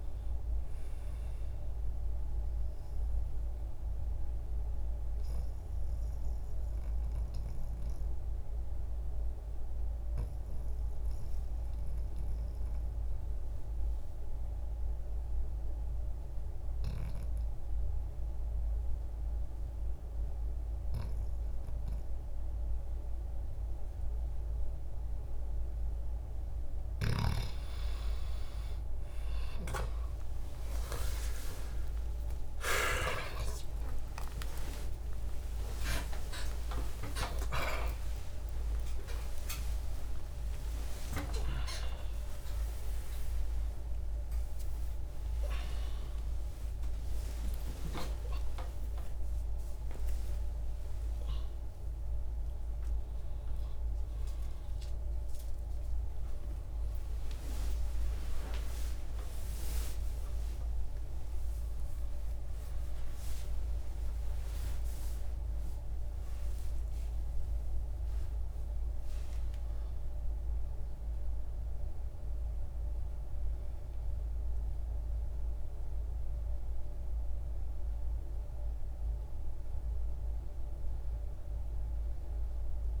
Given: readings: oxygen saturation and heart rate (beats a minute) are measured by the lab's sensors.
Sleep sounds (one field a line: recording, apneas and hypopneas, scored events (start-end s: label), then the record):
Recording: a person awake in a sleep study, by a room microphone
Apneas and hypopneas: 1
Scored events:
0.00-22.50 s: oxygen desaturation (device-marked, oxygen 90% lowest, heart rate 65 extreme)
2.50-24.00 s: obstructive apnea (oxygen 98% before, 90% lowest, heart rate 66 before, 65 extreme, up 14 after)
26.50-83.00 s: new sleep stage, awake
31.50-39.50 s: oxygen desaturation (device-marked, oxygen 97% before, 91% lowest, heart rate 68 before, 89 extreme)
56.50-64.50 s: oxygen desaturation (device-marked, oxygen 93% before, 90% lowest, heart rate 139 before, 67 extreme)
From the record:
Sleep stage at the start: N2 (light sleep)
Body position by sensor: on the back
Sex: male